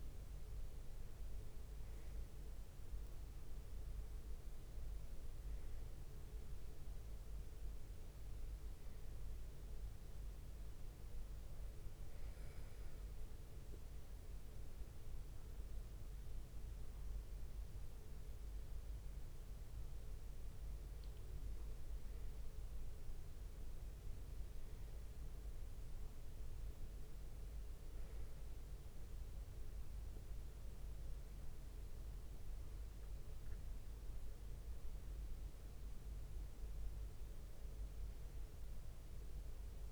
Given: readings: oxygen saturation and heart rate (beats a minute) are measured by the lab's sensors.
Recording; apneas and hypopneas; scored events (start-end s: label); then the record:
breathing in sleep, hard to hear, by a room microphone; none
none scored
From the record:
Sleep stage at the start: N1 (lightest sleep); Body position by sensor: on the right side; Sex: male